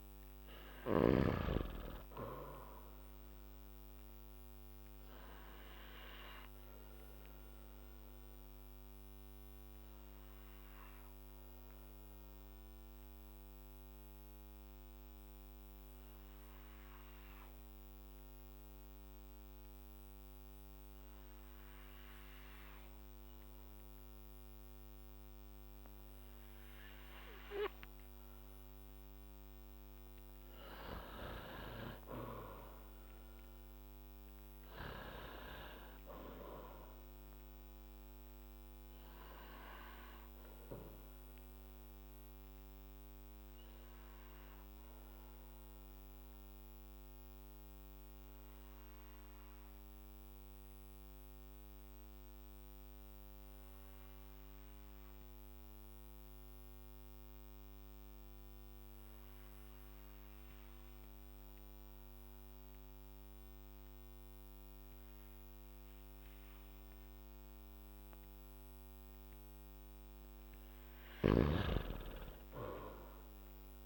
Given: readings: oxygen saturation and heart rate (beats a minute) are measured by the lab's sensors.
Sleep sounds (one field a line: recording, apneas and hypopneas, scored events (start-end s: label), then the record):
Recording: breathing in sleep by a microphone on the trachea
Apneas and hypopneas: 2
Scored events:
0.00-1.00 s: arousal
0.00-1.50 s: snoring (device-marked)
5.00-28.50 s: obstructive apnea (oxygen 99% before, 92% lowest, heart rate 57 before, 52 extreme, up 2 after)
14.00-30.00 s: oxygen desaturation (device-marked, oxygen 98% before, 92% lowest, heart rate 55 before, 52 extreme)
31.50-35.50 s: arousal
39.00-69.50 s: obstructive apnea (oxygen 98% before, 91% lowest, heart rate 57 before, 50 extreme, up 4 after)
52.00-63.00 s: oxygen desaturation (device-marked, oxygen 97% before, 92% lowest, heart rate 56 before, 55 extreme)
From the record:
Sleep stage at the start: N2 (light sleep)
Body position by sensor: on the back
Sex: male